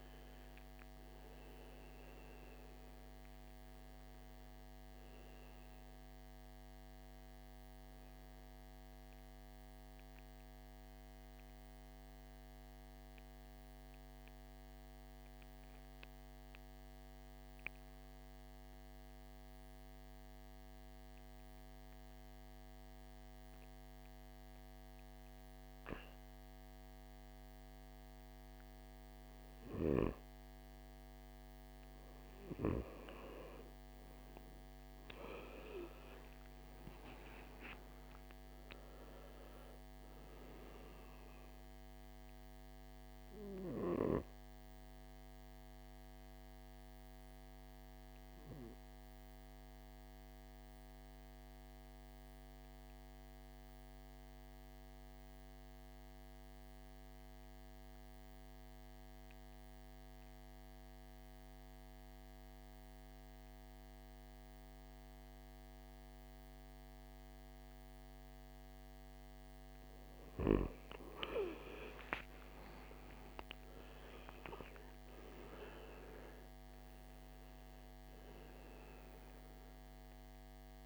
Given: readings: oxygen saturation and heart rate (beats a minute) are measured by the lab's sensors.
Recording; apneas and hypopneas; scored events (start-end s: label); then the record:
breathing in sleep by a microphone on the trachea; 2
0.00-19.00 s: oxygen desaturation (device-marked, oxygen 83% lowest, heart rate 56 extreme)
10.00-28.00 s: mixed apnea (oxygen 98% before, 83% lowest, heart rate 68 before, 56 extreme, up 6 after)
31.00-34.50 s: arousal
36.00-59.00 s: oxygen desaturation (device-marked, oxygen 98% before, 87% lowest, heart rate 57 before, 56 extreme)
46.00-69.50 s: obstructive apnea (oxygen 99% before, 81% lowest, heart rate 62 before, 50 extreme, up 17 after)
70.00-80.86 s: oxygen desaturation (device-marked, oxygen 98% before, 83% lowest, heart rate 58 before, 50 extreme)
70.50-75.00 s: arousal
From the record:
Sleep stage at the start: N2 (light sleep); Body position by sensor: on the back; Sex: male